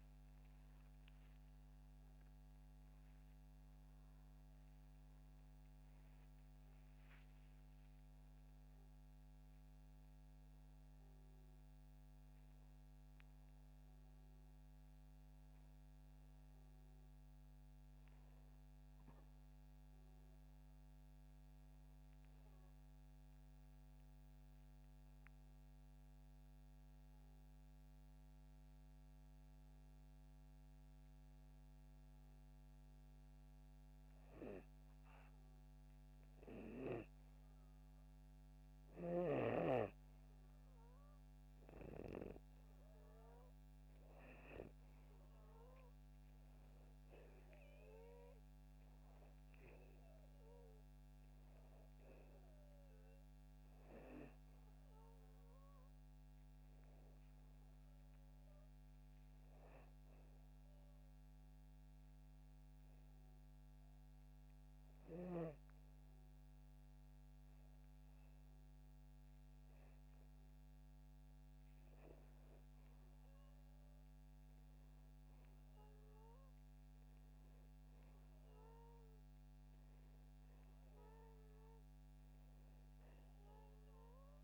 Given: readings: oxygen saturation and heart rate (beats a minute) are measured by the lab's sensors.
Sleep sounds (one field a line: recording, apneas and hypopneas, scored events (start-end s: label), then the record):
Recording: a person partly awake in a sleep study, by a microphone on the trachea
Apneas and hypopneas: 2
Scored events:
22.00-84.44 s: new sleep stage, N2 (light sleep)
24.50-34.50 s: hypopnea (oxygen 97% before, 93% lowest, heart rate 79 before, 72 extreme, up 4 after)
37.50-40.50 s: arousal
46.00-61.00 s: oxygen desaturation (device-marked, oxygen 97% before, 93% lowest, heart rate 75 before, 75 extreme)
60.50-71.50 s: obstructive apnea (oxygen 97% before, 94% lowest, heart rate 77 before, 75 extreme, up 3 after)
74.50-77.50 s: arousal
From the record:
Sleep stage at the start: awake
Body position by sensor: upright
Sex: male